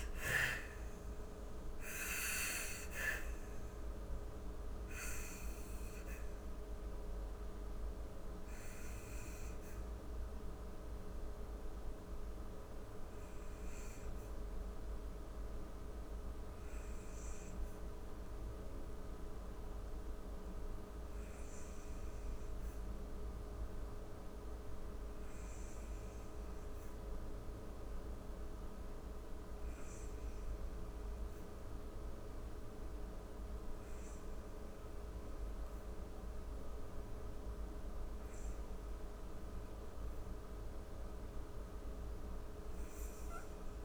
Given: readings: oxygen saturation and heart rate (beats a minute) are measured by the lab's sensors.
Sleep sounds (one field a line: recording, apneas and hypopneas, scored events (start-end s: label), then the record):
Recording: breathing in sleep, hard to hear, by a room microphone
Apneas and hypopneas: 1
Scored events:
0.00-20.50 s: oxygen desaturation (device-marked, oxygen 85% lowest, heart rate 38 extreme)
8.00-37.50 s: hypopnea (oxygen 98% before, 82% lowest, heart rate 88 before, 38 extreme, up 56 after)
35.50-43.85 s: oxygen desaturation (device-marked, oxygen 98% before, 82% lowest, heart rate 52 before, 43 extreme)
41.00-43.85 s: arousal
From the record:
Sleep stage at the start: N2 (light sleep)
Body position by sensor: on the back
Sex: female